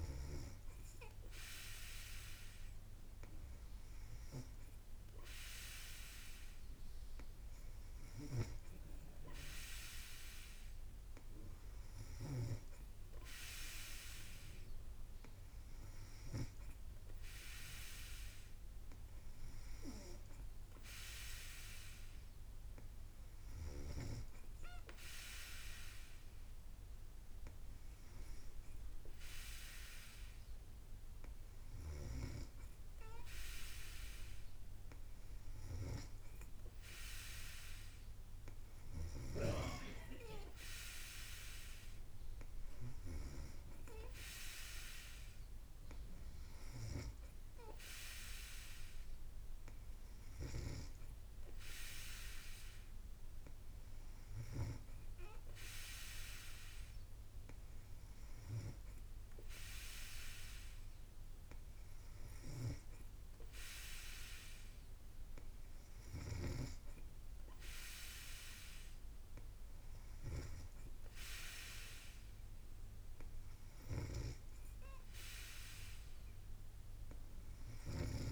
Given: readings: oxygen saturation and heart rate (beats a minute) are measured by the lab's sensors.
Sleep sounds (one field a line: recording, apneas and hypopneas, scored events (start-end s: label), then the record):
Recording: breathing in sleep by a room microphone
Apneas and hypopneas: none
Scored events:
8.00-12.50 s: snoring (device-marked)
74.00-78.32 s: snoring (device-marked)
From the record:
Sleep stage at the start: N3 (deep sleep)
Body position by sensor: on the back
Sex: female